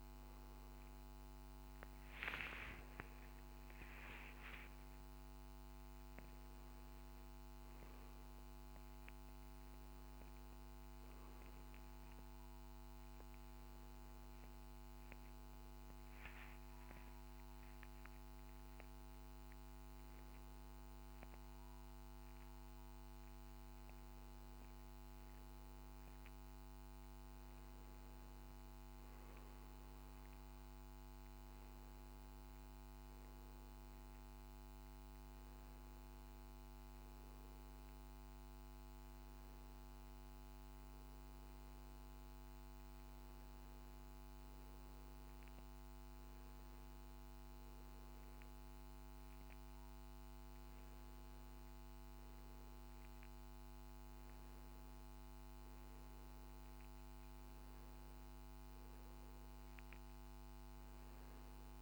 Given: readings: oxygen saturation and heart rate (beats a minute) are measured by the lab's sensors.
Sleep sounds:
a person partly awake in a sleep study, hard to hear, by a microphone on the trachea; none
3.50-61.82 s: new sleep stage, N2 (light sleep)
From the record:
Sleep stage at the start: awake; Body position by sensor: on the back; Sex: male

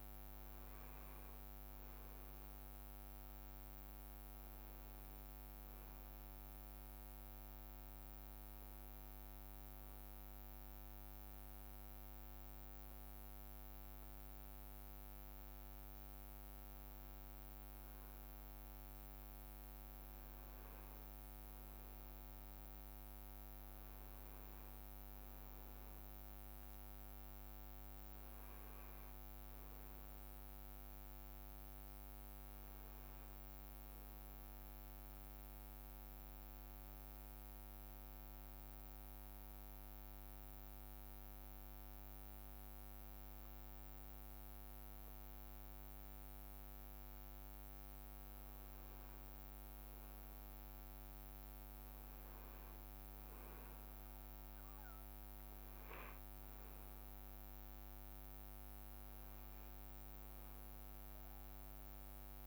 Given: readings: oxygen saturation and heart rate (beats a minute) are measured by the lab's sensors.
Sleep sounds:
breathing in sleep, hard to hear, by a microphone on the trachea; 2
0.00-1.50 s: leg movement (device-marked)
0.00-2.50 s: arousal
7.50-19.00 s: hypopnea (oxygen 98% before, 96% lowest, heart rate 68 before, 57 extreme, up 5 after)
20.00-24.50 s: leg movement (device-marked)
23.00-28.00 s: arousal
36.50-46.50 s: hypopnea (oxygen 97% before, 96% lowest, heart rate 61 before, 57 extreme, up 13 after)
49.00-52.50 s: arousal
55.00-57.50 s: leg movement (device-marked)
From the record:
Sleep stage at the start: N2 (light sleep); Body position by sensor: on the back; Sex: male

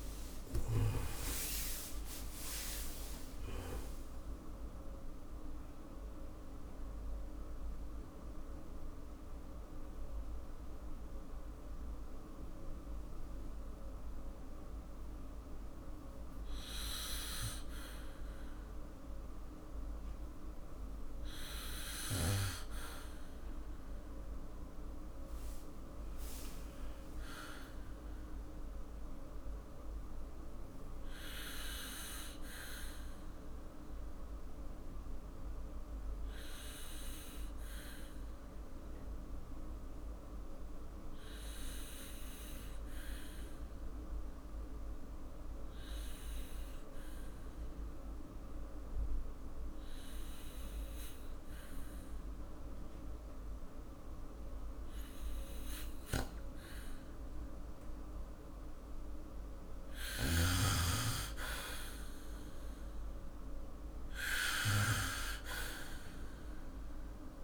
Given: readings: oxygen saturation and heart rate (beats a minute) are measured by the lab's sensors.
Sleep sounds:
breathing in sleep by a room microphone; 2
5.00-20.50 s: mixed apnea (oxygen 99% before, 93% lowest, heart rate 76 before, 49 extreme, up 2 after)
23.50-26.50 s: arousal
26.50-41.50 s: oxygen desaturation (device-marked, oxygen 97% before, 93% lowest, heart rate 57 before, 49 extreme)
29.50-58.00 s: obstructive apnea (oxygen 99% before, 93% lowest, heart rate 55 before, 49 extreme, up 5 after)
61.00-65.00 s: arousal
From the record:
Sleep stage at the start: N2 (light sleep); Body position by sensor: on the back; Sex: male

